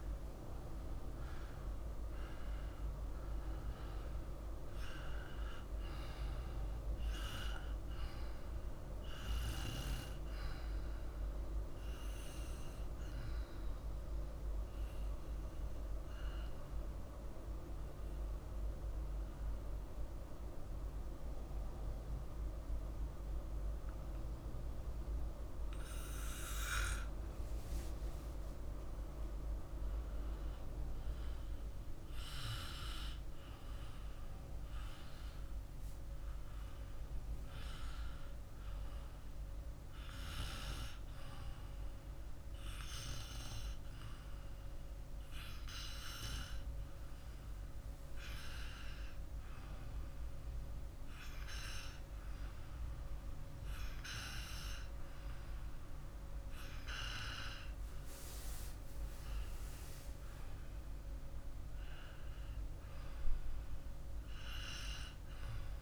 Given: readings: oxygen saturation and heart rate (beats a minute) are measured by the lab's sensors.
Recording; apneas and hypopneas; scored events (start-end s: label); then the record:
breathing in sleep by a room microphone; 1
13.00-26.00 s: obstructive apnea (oxygen 97% before, 92% lowest, heart rate 58 before, 49 extreme, up 3 after)
27.50-31.50 s: arousal
From the record:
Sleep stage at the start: N2 (light sleep); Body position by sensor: on the back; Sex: male